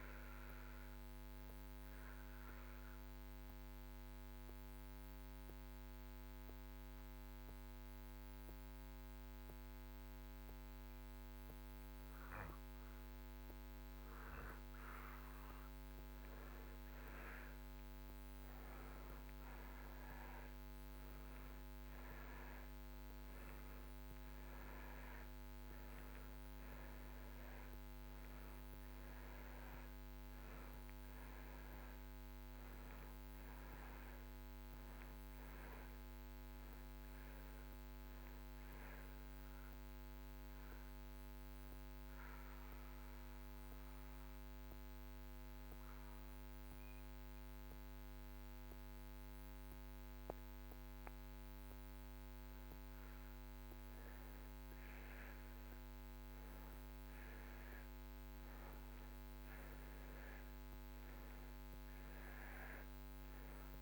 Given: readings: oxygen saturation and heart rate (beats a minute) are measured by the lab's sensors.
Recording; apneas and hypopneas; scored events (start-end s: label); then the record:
breathing in sleep, hard to hear, by a microphone on the trachea; 2
0.00-10.50 s: oxygen desaturation (device-marked, oxygen 86% lowest)
2.00-14.50 s: mixed apnea (oxygen 93% before, 84% lowest)
16.50-22.00 s: arousal
26.50-54.50 s: oxygen desaturation (device-marked, oxygen 95% before, 84% lowest)
42.00-52.00 s: mixed apnea (oxygen 95% before, 84% lowest)
53.50-57.50 s: arousal
From the record:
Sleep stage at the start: N2 (light sleep); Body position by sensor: on the back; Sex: male